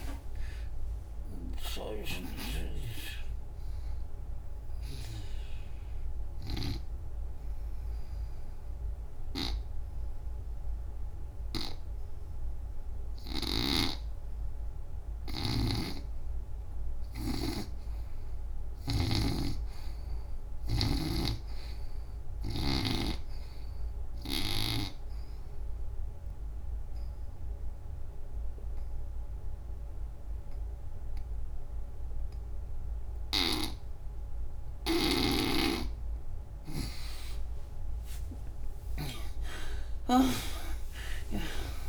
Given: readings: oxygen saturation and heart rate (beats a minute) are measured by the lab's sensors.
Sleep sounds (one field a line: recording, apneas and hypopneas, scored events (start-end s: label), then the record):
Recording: breathing in sleep by a room microphone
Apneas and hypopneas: 2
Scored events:
0.00-5.00 s: snoring (device-marked)
0.00-18.50 s: oxygen desaturation (device-marked, oxygen 77% lowest, heart rate 73 extreme)
5.50-15.50 s: obstructive apnea (oxygen 94% before, 76% lowest, heart rate 104 before, 73 extreme, up 3 after)
13.00-21.00 s: snoring (device-marked)
18.00-21.00 s: arousal
24.50-35.50 s: obstructive apnea (oxygen 96% before, 76% lowest, heart rate 91 before, 74 extreme, up 22 after)
27.50-32.50 s: oxygen desaturation (device-marked, oxygen 96% before, 87% lowest, heart rate 84 before, 78 extreme)
34.50-41.89 s: oxygen desaturation (device-marked, oxygen 96% before, 76% lowest, heart rate 79 before, 71 extreme)
38.00-41.50 s: arousal
From the record:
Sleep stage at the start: N2 (light sleep)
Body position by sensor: on the back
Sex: female